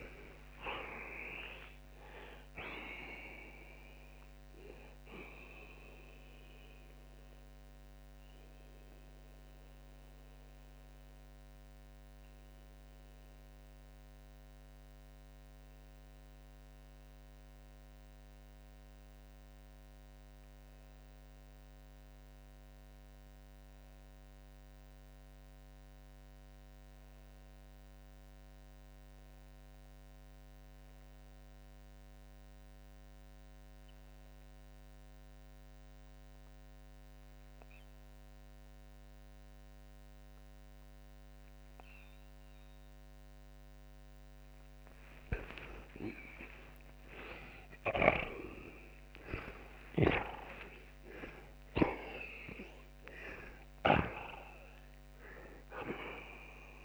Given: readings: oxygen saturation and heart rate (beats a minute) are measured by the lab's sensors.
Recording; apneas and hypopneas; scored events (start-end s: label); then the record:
breathing in sleep by a microphone on the trachea; 1
0.00-8.00 s: oxygen desaturation (device-marked, oxygen 89% lowest)
6.00-45.50 s: mixed apnea (oxygen 93% before, 76% lowest)
39.00-47.00 s: oxygen desaturation (device-marked, oxygen 86% before, 81% lowest)
46.50-50.50 s: arousal
From the record:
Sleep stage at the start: REM sleep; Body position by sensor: on the back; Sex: male